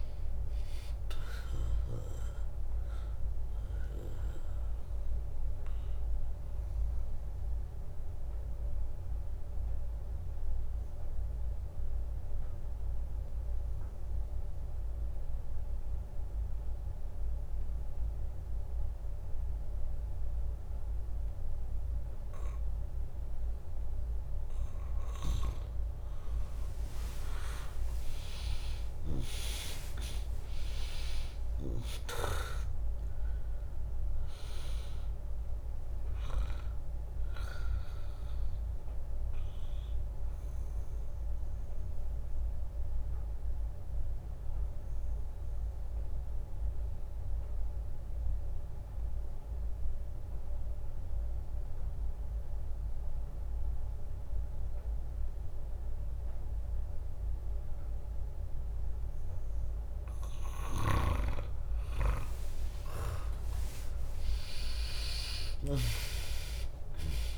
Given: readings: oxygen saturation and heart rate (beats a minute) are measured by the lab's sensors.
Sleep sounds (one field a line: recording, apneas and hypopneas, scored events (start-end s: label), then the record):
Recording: breathing in sleep by a room microphone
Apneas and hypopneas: 2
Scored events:
0.00-8.00 s: drop in pulse transit time (device-marked, heart rate 62 extreme)
0.00-17.00 s: oxygen desaturation (device-marked, oxygen 95% lowest, heart rate 58 extreme)
5.50-24.00 s: obstructive apnea (oxygen 99% before, 95% lowest, heart rate 67 before, 58 extreme, up 0 after)
23.00-26.00 s: bradycardia (device-marked, heart rate 68 before, 60 extreme)
26.00-31.50 s: arousal
28.00-40.00 s: drop in pulse transit time (device-marked, heart rate 69 before, 59 extreme)
31.00-52.00 s: oxygen desaturation (device-marked, oxygen 100% before, 96% lowest, heart rate 67 before, 59 extreme)
38.00-60.00 s: obstructive apnea (oxygen 100% before, 95% lowest, heart rate 64 before, 59 extreme, up 3 after)
62.50-67.00 s: arousal
65.00-67.38 s: drop in pulse transit time (device-marked, heart rate 69 before, 63 extreme)
From the record:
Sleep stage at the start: N2 (light sleep)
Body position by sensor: on the back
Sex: female